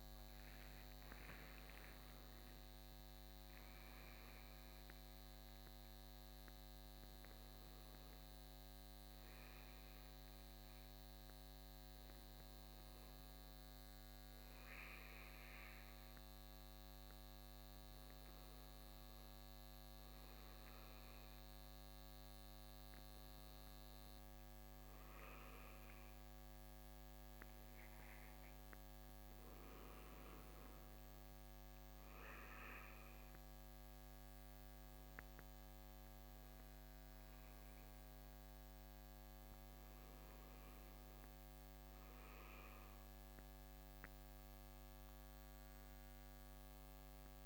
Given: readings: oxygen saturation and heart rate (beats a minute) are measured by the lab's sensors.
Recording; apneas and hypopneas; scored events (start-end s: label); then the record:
breathing in sleep, hard to hear, by a microphone on the trachea; none
none scored
From the record:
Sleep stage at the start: N2 (light sleep); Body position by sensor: on the right side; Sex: male